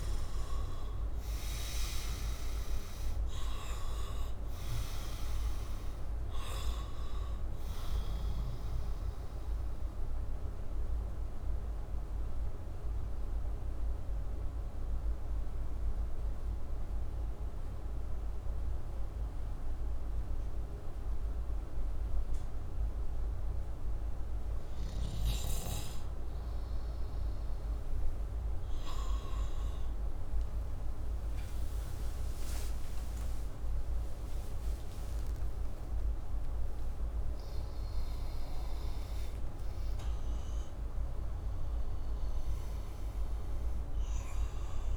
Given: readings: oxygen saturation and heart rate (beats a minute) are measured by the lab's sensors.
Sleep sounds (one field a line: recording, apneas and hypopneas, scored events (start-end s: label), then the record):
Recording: breathing in sleep, hard to hear, by a room microphone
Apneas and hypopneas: 1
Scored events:
9.00-23.00 s: central apnea (oxygen 95% before, 88% lowest, heart rate 66 before, 68 extreme, up 0 after)
9.00-44.97 s: new sleep stage, N1 (lightest sleep)
29.00-37.00 s: oxygen desaturation (device-marked, oxygen 96% before, 91% lowest, heart rate 72 before, 58 extreme)
30.00-35.50 s: arousal
From the record:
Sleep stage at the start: REM sleep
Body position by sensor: upright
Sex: male